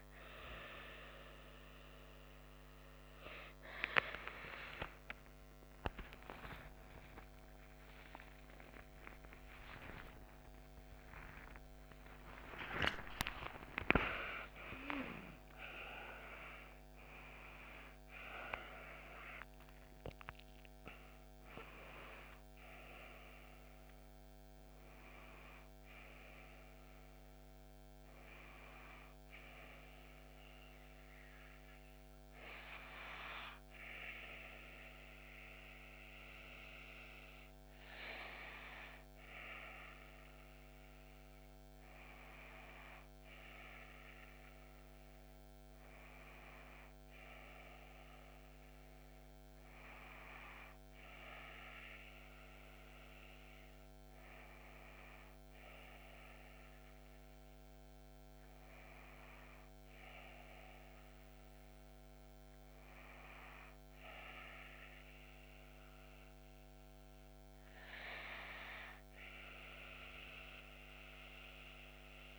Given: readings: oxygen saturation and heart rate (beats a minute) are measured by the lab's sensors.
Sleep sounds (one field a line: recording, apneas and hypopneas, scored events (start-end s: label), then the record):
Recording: a person awake in a sleep study, by a microphone on the trachea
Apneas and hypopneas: none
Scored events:
51.00-72.38 s: new sleep stage, N1 (lightest sleep)
From the record:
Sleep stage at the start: awake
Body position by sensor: on the back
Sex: female